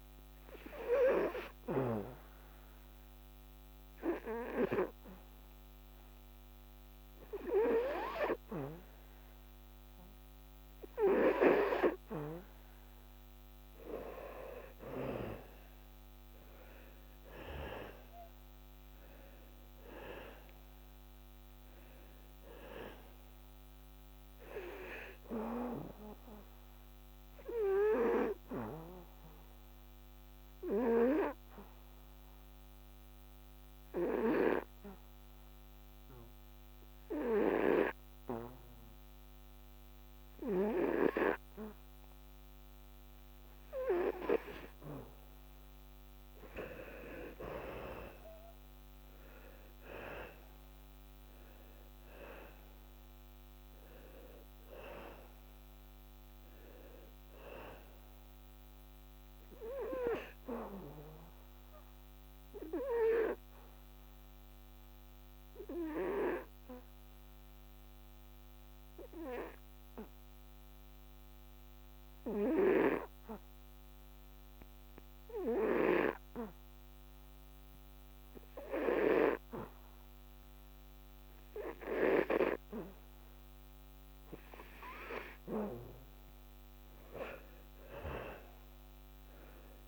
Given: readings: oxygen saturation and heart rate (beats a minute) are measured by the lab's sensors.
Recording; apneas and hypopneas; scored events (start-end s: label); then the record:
breathing in sleep by a microphone on the trachea; 3
0.50-12.00 s: hypopnea (oxygen 95% before, 89% lowest, heart rate 76 before, 73 extreme, up 11 after)
14.00-18.00 s: arousal
29.00-44.00 s: obstructive apnea (oxygen 93% before, 89% lowest, heart rate 79 before, 75 extreme, up 6 after)
45.50-49.50 s: arousal
53.50-76.50 s: oxygen desaturation (device-marked, oxygen 97% before, 89% lowest, heart rate 78 before, 68 extreme)
62.00-83.00 s: obstructive apnea (oxygen 97% before, 88% lowest, heart rate 80 before, 68 extreme, up 13 after)
85.50-89.87 s: arousal
From the record:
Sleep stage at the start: N2 (light sleep); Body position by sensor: on the back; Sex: male